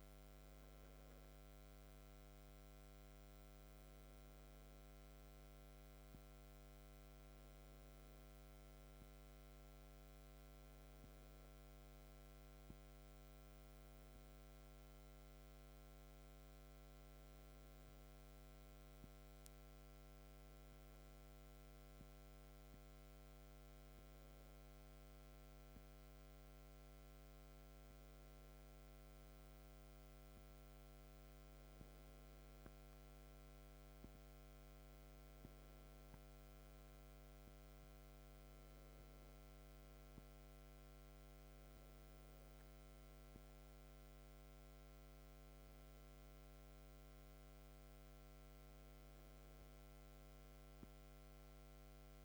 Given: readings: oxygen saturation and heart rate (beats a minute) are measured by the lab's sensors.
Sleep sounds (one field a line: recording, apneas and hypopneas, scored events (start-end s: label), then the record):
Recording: breathing in sleep, hard to hear, by a microphone on the trachea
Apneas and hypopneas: none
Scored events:
none scored
From the record:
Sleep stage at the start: N2 (light sleep)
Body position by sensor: on the back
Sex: male